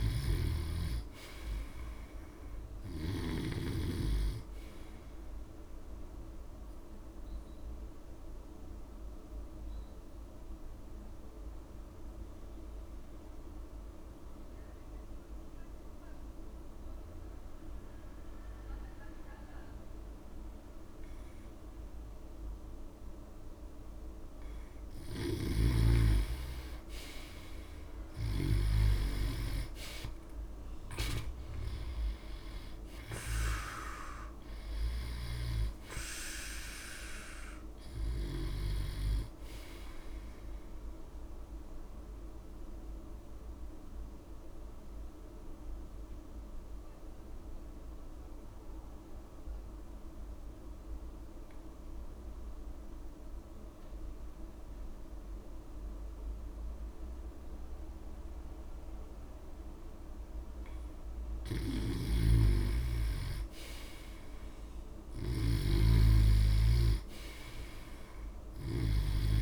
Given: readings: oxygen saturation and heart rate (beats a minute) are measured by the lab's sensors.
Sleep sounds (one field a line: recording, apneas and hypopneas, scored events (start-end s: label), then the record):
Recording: breathing in sleep by a room microphone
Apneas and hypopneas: 2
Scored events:
0.00-3.50 s: snoring (device-marked)
0.00-16.00 s: oxygen desaturation (device-marked, oxygen 87% lowest)
6.00-24.50 s: obstructive apnea (oxygen 98% before, 87% lowest)
27.50-30.50 s: arousal
31.00-51.00 s: oxygen desaturation (device-marked, oxygen 96% before, 87% lowest)
42.00-60.50 s: obstructive apnea (oxygen 97% before, 87% lowest)
62.00-66.00 s: snoring (device-marked)
63.50-66.50 s: arousal
66.00-69.42 s: oxygen desaturation (device-marked, oxygen 97% before, 88% lowest)
From the record:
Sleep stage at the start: N2 (light sleep)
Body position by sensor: on the back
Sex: male